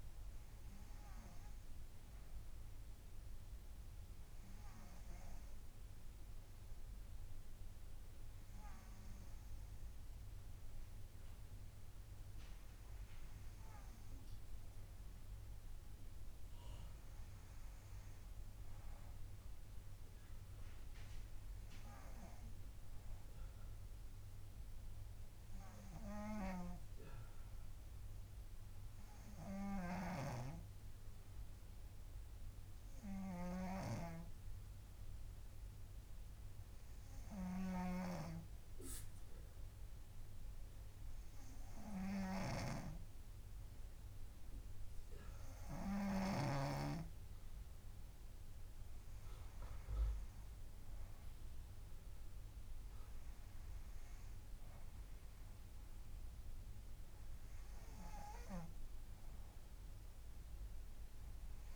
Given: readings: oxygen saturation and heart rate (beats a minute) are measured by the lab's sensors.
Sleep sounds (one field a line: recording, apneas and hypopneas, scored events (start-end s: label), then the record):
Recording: breathing in sleep by a room microphone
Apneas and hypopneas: 1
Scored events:
16.50-21.00 s: arousal
29.50-45.50 s: hypopnea (oxygen 97% before, 93% lowest, heart rate 69 before, 65 extreme, up 6 after)
30.00-47.00 s: snoring (device-marked)
48.50-52.50 s: arousal
From the record:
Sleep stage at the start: N2 (light sleep)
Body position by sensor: on the right side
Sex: female